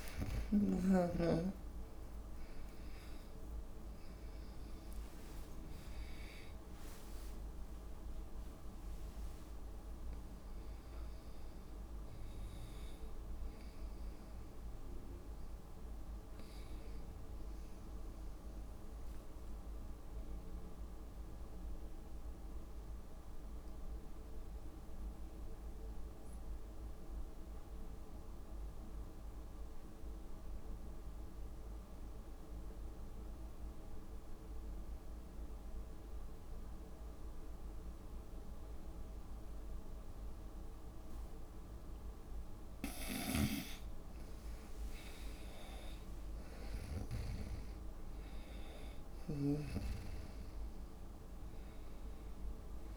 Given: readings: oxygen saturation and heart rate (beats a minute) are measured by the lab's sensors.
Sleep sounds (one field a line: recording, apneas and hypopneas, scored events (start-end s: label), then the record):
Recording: breathing in sleep by a room microphone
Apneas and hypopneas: 1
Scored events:
0.00-4.00 s: arousal
0.00-11.50 s: drop in pulse transit time (device-marked, heart rate 80 extreme)
0.00-23.50 s: oxygen desaturation (device-marked, oxygen 86% lowest, heart rate 61 extreme)
0.50-2.50 s: long interval between heartbeats (device-marked, heart rate 79 before, 94 extreme)
7.00-9.00 s: long interval between heartbeats (device-marked, heart rate 83 before, 82 extreme)
17.50-43.00 s: obstructive apnea (oxygen 94% before, 85% lowest, heart rate 86 before, 60 extreme, up 26 after)
41.50-52.97 s: oxygen desaturation (device-marked, oxygen 99% before, 85% lowest, heart rate 64 before, 60 extreme)
43.50-47.50 s: snoring (device-marked)
45.00-50.50 s: arousal
47.50-49.50 s: long interval between heartbeats (device-marked, heart rate 66 before, 88 extreme)
From the record:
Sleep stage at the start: N2 (light sleep)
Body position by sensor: on the right side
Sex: female